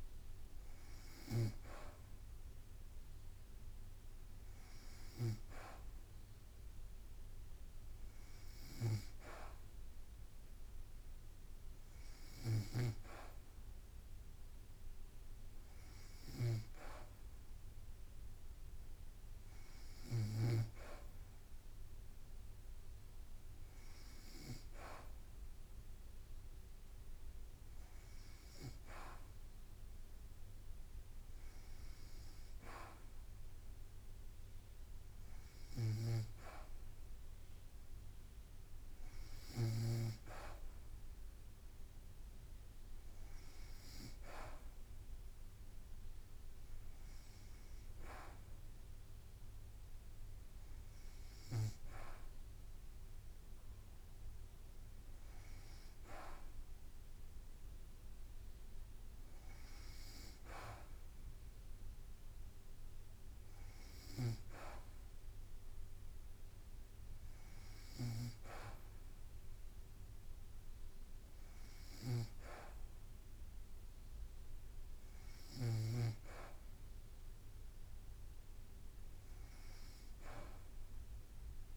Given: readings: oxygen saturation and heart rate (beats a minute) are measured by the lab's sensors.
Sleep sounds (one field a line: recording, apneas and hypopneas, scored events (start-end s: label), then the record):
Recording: breathing in sleep by a room microphone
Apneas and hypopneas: none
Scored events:
12.50-20.50 s: snoring (device-marked)
From the record:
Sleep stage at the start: N2 (light sleep)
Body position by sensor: on the back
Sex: female